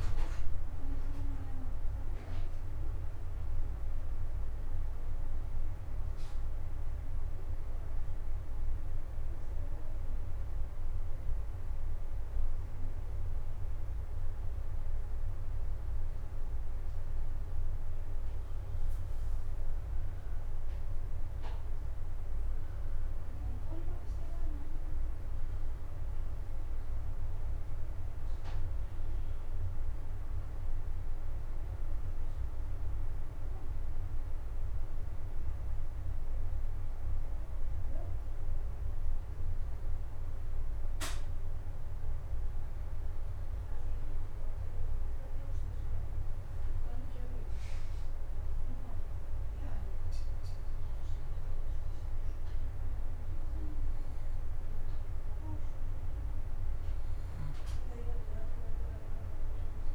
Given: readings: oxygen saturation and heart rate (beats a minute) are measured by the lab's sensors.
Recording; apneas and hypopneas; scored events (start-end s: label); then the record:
breathing in sleep, hard to hear, by a room microphone; 2
0.00-2.50 s: arousal
5.50-16.50 s: hypopnea (oxygen 95% before, 88% lowest)
19.00-23.00 s: arousal
19.00-37.00 s: oxygen desaturation (device-marked, oxygen 94% before, 89% lowest)
28.00-38.50 s: hypopnea (oxygen 94% before, 88% lowest)
41.50-45.00 s: arousal
45.00-55.00 s: oxygen desaturation (device-marked, oxygen 95% before, 90% lowest, heart rate 30 before, 120 extreme)
From the record:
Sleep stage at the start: N2 (light sleep); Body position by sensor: on the back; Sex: male